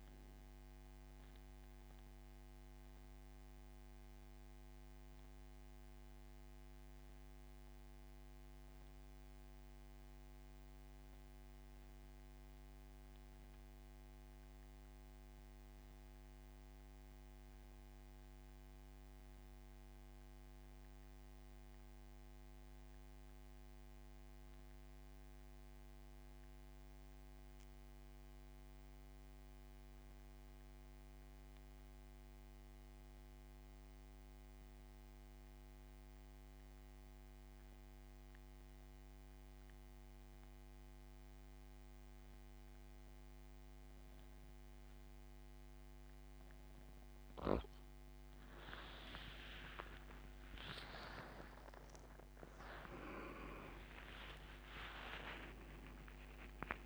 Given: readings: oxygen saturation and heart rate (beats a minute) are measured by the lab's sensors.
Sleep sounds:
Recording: breathing in sleep by a microphone on the trachea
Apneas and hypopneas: 1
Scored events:
3.00-46.00 s: central apnea (oxygen 97% before, 84% lowest, heart rate 86 before, 65 extreme, up 14 after)
23.50-34.50 s: oxygen desaturation (device-marked, oxygen 93% before, 84% lowest, heart rate 78 before, 72 extreme)
50.00-56.86 s: arousal
From the record:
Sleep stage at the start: N2 (light sleep)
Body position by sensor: on the back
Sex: male

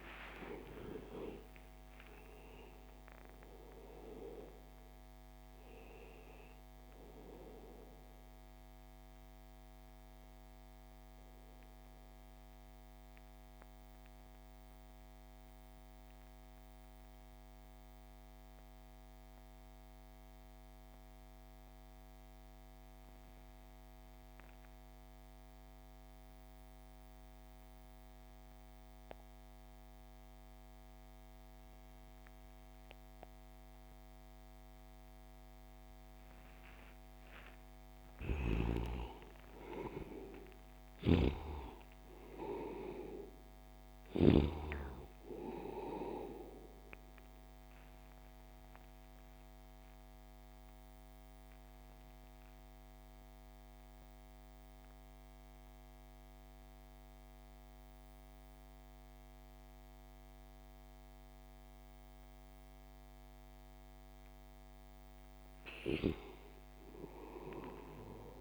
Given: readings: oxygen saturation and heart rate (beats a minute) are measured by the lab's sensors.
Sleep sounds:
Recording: breathing in sleep by a microphone on the trachea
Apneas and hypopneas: 2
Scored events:
0.00-22.50 s: oxygen desaturation (device-marked, oxygen 58% lowest)
10.50-36.50 s: mixed apnea (oxygen 88% before, 58% lowest)
37.50-40.50 s: arousal
37.50-44.00 s: snoring (device-marked)
38.50-62.50 s: oxygen desaturation (device-marked, oxygen 96% before, 73% lowest)
51.50-64.00 s: central apnea (oxygen 98% before, 73% lowest)
65.00-68.00 s: arousal
From the record:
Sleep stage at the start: REM sleep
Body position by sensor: on the back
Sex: male

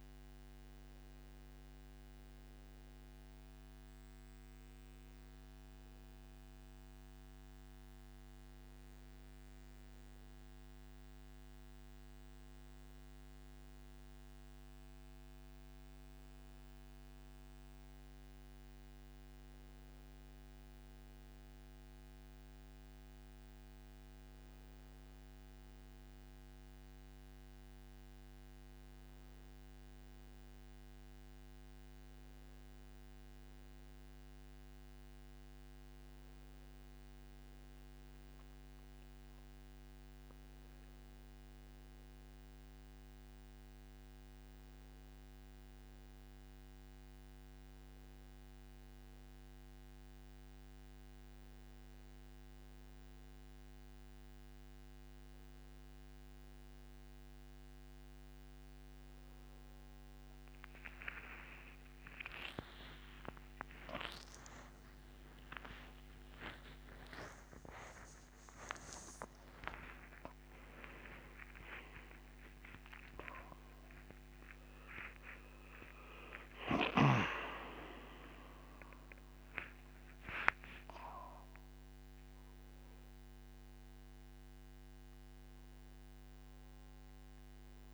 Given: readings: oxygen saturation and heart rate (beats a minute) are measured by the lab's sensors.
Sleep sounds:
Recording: a person partly awake in a sleep study, by a microphone on the trachea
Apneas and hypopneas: none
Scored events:
56.00-86.00 s: new sleep stage, awake
86.00-87.94 s: new sleep stage, N2 (light sleep)
From the record:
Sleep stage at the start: N2 (light sleep)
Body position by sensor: on the right side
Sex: male

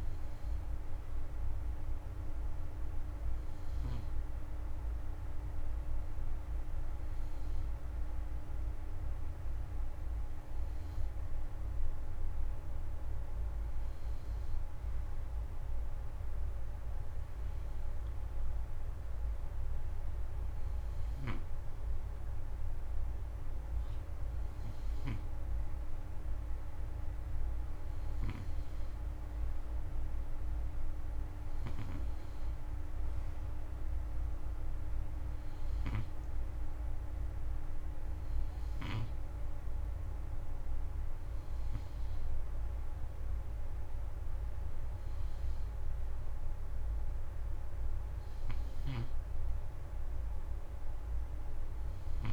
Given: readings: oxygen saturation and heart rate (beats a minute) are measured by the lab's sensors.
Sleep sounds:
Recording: breathing in sleep, hard to hear, by a room microphone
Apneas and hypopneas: none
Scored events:
0.00-6.50 s: oxygen desaturation (device-marked, oxygen 91% lowest, heart rate 46 extreme)
From the record:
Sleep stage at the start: N2 (light sleep)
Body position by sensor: on the front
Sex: male

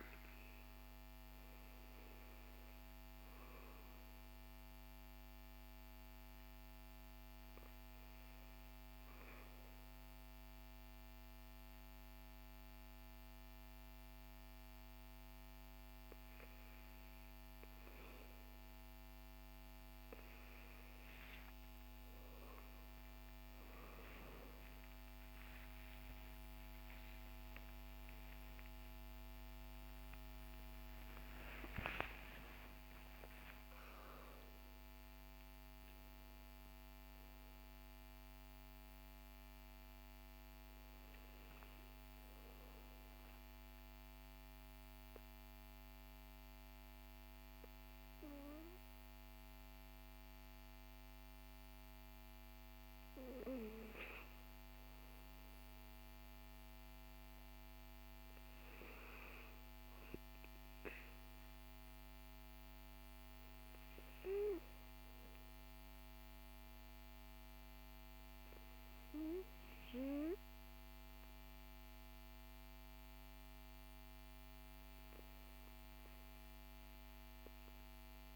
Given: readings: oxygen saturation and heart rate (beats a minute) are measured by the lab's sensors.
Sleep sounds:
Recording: breathing in sleep by a microphone on the trachea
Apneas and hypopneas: 2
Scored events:
4.50-16.00 s: obstructive apnea (oxygen 97% before, 95% lowest, heart rate 59 before, 54 extreme, up 27 after)
25.00-30.50 s: arousal
42.00-52.00 s: obstructive apnea (oxygen 97% before, 95% lowest, heart rate 79 before, 46 extreme, up 4 after)
56.00-59.50 s: arousal
From the record:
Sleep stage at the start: REM sleep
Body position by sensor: on the back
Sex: male

